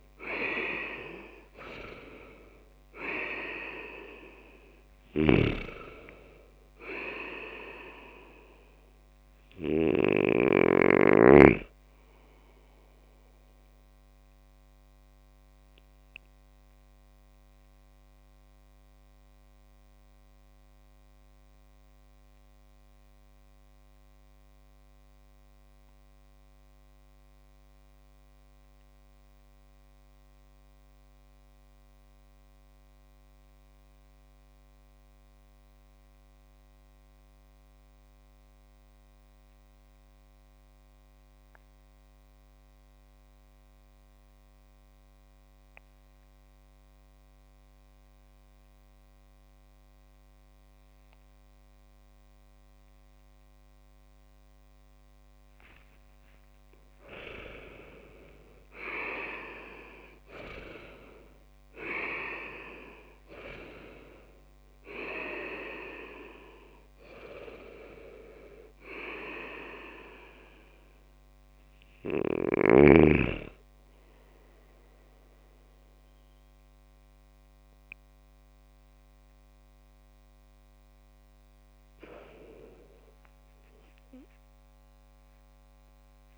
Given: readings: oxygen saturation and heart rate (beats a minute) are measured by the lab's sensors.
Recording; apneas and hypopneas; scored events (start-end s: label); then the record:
breathing in sleep by a microphone on the trachea; 1
4.50-10.00 s: snoring (device-marked)
13.00-54.50 s: obstructive apnea (oxygen 98% before, 93% lowest)
56.00-60.50 s: arousal
56.50-76.50 s: oxygen desaturation (device-marked, oxygen 99% before, 94% lowest)
83.50-86.38 s: arousal
From the record:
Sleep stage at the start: REM sleep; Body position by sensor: on the back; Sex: male